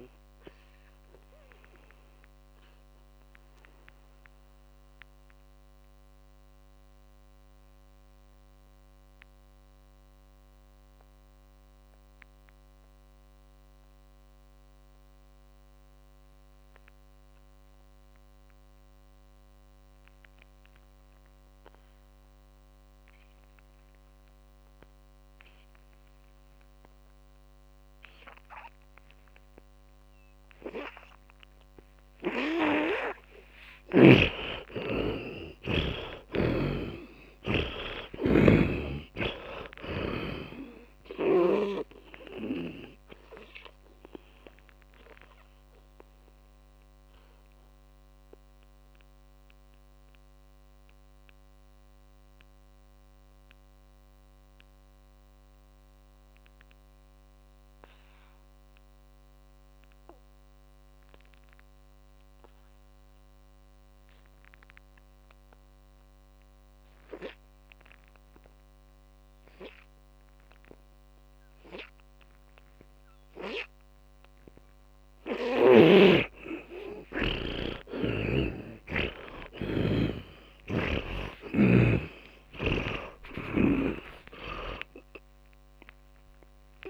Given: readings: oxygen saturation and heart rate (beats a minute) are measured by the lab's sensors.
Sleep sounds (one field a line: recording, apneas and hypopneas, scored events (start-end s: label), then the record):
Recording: breathing in sleep by a microphone on the trachea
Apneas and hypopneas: 2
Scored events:
0.00-22.50 s: oxygen desaturation (device-marked, oxygen 78% lowest, heart rate 51 extreme)
1.00-32.00 s: mixed apnea (oxygen 100% before, 77% lowest, heart rate 66 before, 51 extreme, up 25 after)
27.50-66.50 s: oxygen desaturation (device-marked, oxygen 100% before, 77% lowest, heart rate 56 before, 51 extreme)
34.00-38.00 s: arousal
36.50-40.50 s: snoring (device-marked)
44.50-74.50 s: mixed apnea (oxygen 100% before, 77% lowest, heart rate 61 before, 52 extreme, up 18 after)
71.50-86.90 s: oxygen desaturation (device-marked, oxygen 100% before, 78% lowest, heart rate 55 before, 46 extreme)
77.00-83.00 s: arousal
80.50-84.00 s: snoring (device-marked)
80.50-86.90 s: tachycardia (device-marked, heart rate 65 before, 143 extreme)
From the record:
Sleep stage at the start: N2 (light sleep)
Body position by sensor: on the back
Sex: male